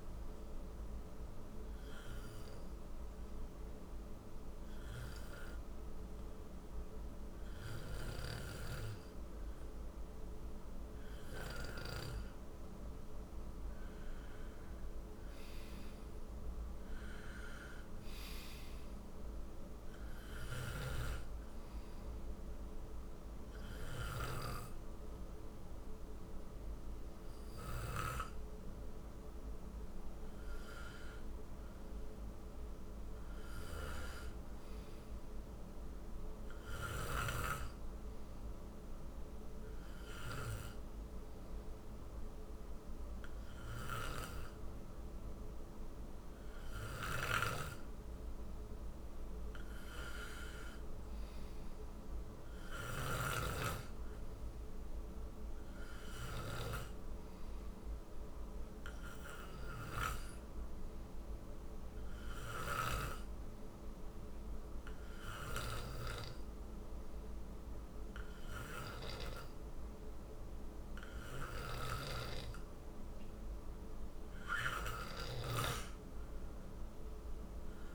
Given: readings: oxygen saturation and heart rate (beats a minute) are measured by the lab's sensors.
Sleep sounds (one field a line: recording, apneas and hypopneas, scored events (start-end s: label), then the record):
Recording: breathing in sleep by a room microphone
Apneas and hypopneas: 1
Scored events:
0.50-14.00 s: hypopnea (oxygen 93% before, 90% lowest, heart rate 67 before, 64 extreme, up 1 after)
15.00-20.00 s: arousal
19.00-31.00 s: oxygen desaturation (device-marked, oxygen 94% before, 90% lowest, heart rate 66 before, 65 extreme)
From the record:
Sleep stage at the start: N2 (light sleep)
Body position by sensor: on the right side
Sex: male